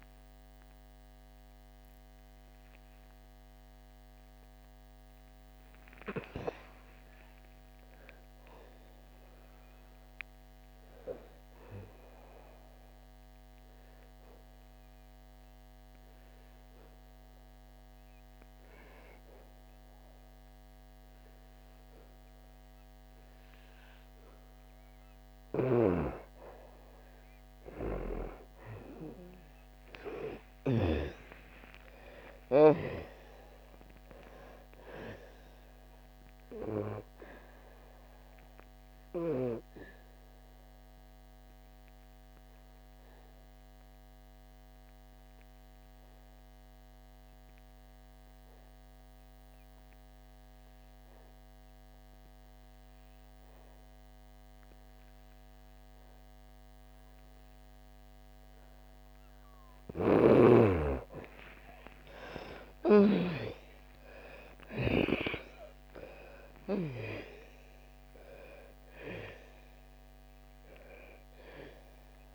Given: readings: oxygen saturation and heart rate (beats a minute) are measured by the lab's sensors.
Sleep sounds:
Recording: breathing in sleep by a microphone on the trachea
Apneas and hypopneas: 2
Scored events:
0.00-17.50 s: oxygen desaturation (device-marked, oxygen 83% lowest, heart rate 64 extreme)
10.50-25.00 s: obstructive apnea (oxygen 97% before, 80% lowest, heart rate 78 before, 61 extreme, up 28 after)
25.50-31.00 s: snoring (device-marked)
28.50-49.50 s: oxygen desaturation (device-marked, oxygen 99% before, 88% lowest, heart rate 72 before, 61 extreme)
30.50-35.50 s: arousal
38.50-58.00 s: obstructive apnea (oxygen 99% before, 80% lowest, heart rate 80 before, 59 extreme, up 34 after)
56.50-72.35 s: oxygen desaturation (device-marked, oxygen 97% before, 80% lowest, heart rate 67 before, 59 extreme)
63.50-67.50 s: arousal
From the record:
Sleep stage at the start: N2 (light sleep)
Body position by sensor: on the back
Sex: female

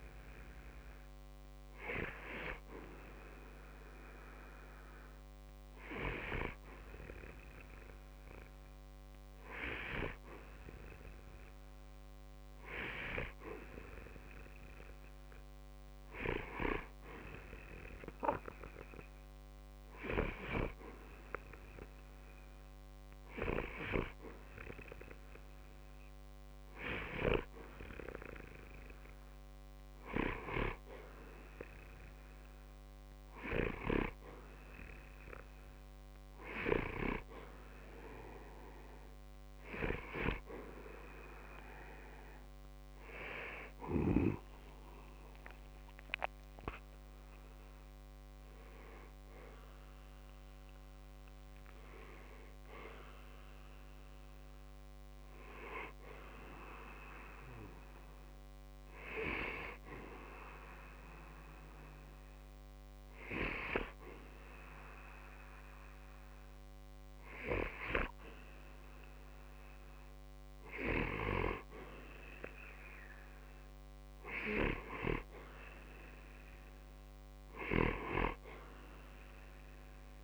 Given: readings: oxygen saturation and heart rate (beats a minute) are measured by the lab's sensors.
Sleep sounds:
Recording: breathing in sleep by a microphone on the trachea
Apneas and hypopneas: 1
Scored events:
47.50-51.00 s: arousal
61.00-71.50 s: hypopnea (oxygen 94% before, 91% lowest, heart rate 77 before, 59 extreme, up 11 after)
73.50-77.00 s: arousal
From the record:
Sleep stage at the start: N2 (light sleep)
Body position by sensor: on the back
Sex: male

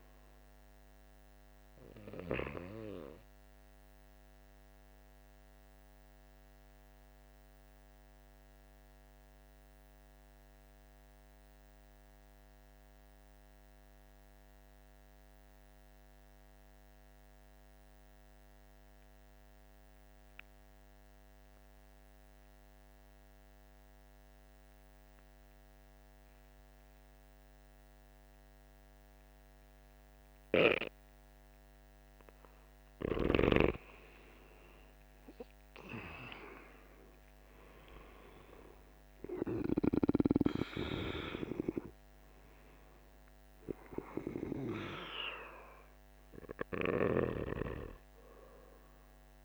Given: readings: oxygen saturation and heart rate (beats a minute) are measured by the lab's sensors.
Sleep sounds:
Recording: breathing in sleep by a microphone on the trachea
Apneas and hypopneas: 1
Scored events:
0.00-9.00 s: oxygen desaturation (device-marked, oxygen 88% lowest, heart rate 47 extreme)
3.50-31.00 s: obstructive apnea (oxygen 98% before, 86% lowest, heart rate 54 before, 47 extreme, up 10 after)
29.00-49.45 s: oxygen desaturation (device-marked, oxygen 98% before, 86% lowest, heart rate 49 before, 47 extreme)
33.50-38.00 s: arousal
From the record:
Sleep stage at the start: N2 (light sleep)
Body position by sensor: on the back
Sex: male

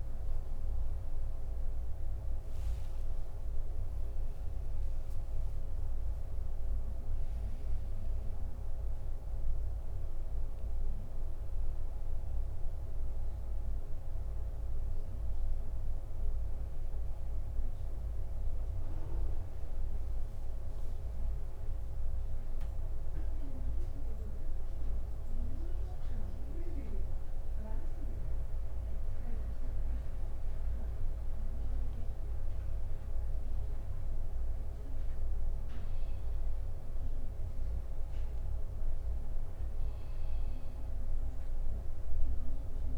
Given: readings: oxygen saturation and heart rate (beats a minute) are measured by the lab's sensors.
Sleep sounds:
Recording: breathing in sleep, hard to hear, by a room microphone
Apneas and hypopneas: none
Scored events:
20.00-42.97 s: new sleep stage, N2 (light sleep)
From the record:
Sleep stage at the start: N1 (lightest sleep)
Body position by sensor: on the back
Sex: male

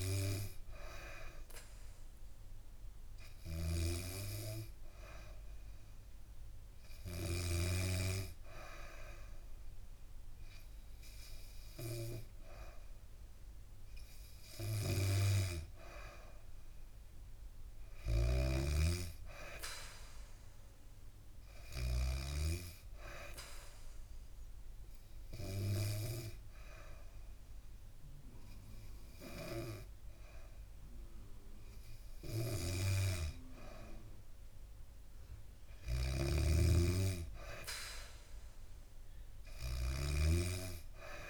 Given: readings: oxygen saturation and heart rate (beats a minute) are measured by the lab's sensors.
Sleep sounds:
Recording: breathing in sleep by a room microphone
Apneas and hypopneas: 1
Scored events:
17.50-22.00 s: snoring (device-marked)
24.50-34.50 s: obstructive apnea (oxygen 94% before, 91% lowest, heart rate 72 before, 69 extreme, up 3 after)
35.50-40.00 s: snoring (device-marked)
37.00-40.50 s: arousal
From the record:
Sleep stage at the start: N2 (light sleep)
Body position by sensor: on the back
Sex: female

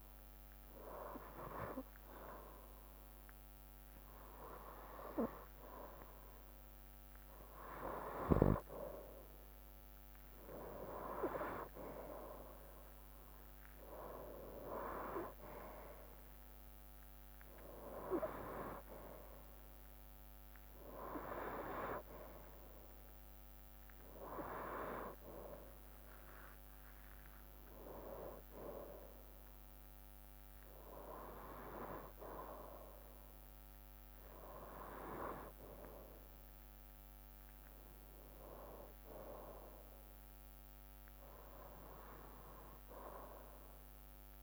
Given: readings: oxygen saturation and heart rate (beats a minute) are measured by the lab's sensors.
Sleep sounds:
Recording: breathing in sleep by a microphone on the trachea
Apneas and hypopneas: none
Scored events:
0.00-1.00 s: arousal
10.50-20.50 s: drop in pulse transit time (device-marked, heart rate 68 before, 68 extreme)
43.00-44.43 s: arousal
From the record:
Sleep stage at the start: N2 (light sleep)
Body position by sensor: on the right side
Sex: male

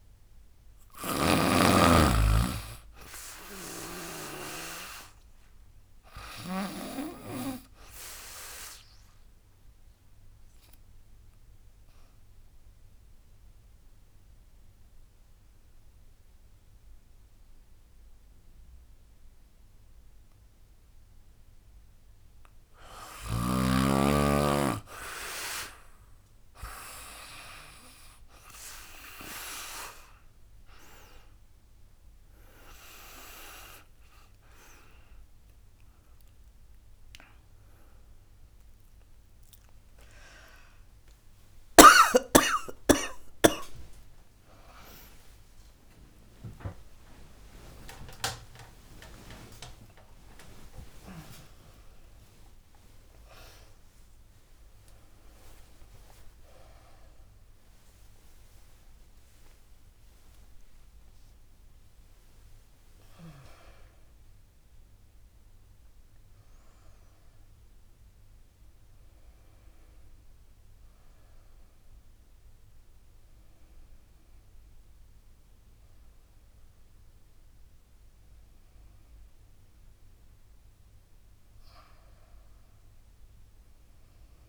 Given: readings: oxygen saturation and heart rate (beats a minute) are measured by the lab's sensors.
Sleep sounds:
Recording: a person partly awake in a sleep study, by a room microphone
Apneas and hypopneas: 1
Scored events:
0.00-1.00 s: arousal
0.00-4.00 s: snoring (device-marked)
2.00-20.00 s: oxygen desaturation (device-marked, oxygen 97% before, 90% lowest, heart rate 79 before, 73 extreme)
8.00-22.00 s: obstructive apnea (oxygen 99% before, 90% lowest, heart rate 79 before, 73 extreme, up 16 after)
28.00-44.00 s: drop in pulse transit time (device-marked, heart rate 79 before, 88 extreme)
29.00-49.00 s: oxygen desaturation (device-marked, oxygen 99% before, 91% lowest, heart rate 79 before, 91 extreme)
41.00-71.00 s: new sleep stage, awake
44.00-68.00 s: tachycardia (device-marked, heart rate 78 before, 174 extreme)
48.00-50.00 s: long interval between heartbeats (device-marked, heart rate 94 before, 117 extreme)
51.50-53.50 s: long interval between heartbeats (device-marked, heart rate 99 before, 159 extreme)
55.00-57.00 s: long interval between heartbeats (device-marked, heart rate 114 before, 165 extreme)
68.00-82.00 s: drop in pulse transit time (device-marked, heart rate 134 before, 86 extreme)
71.00-84.49 s: new sleep stage, N1 (lightest sleep)
73.00-79.00 s: oxygen desaturation (device-marked, oxygen 98% before, 94% lowest, heart rate 125 before, 75 extreme)
From the record:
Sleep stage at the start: N2 (light sleep)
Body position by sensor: on the back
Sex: female

